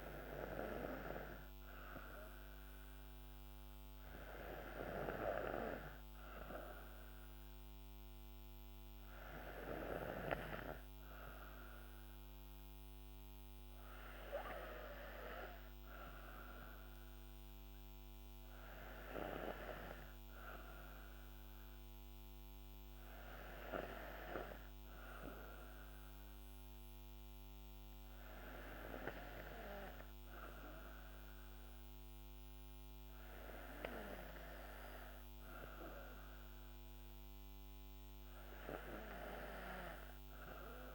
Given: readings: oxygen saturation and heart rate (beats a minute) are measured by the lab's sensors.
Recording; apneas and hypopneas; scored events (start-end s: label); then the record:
breathing in sleep by a microphone on the trachea; none
none scored
From the record:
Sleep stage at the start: N2 (light sleep); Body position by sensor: on the right side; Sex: female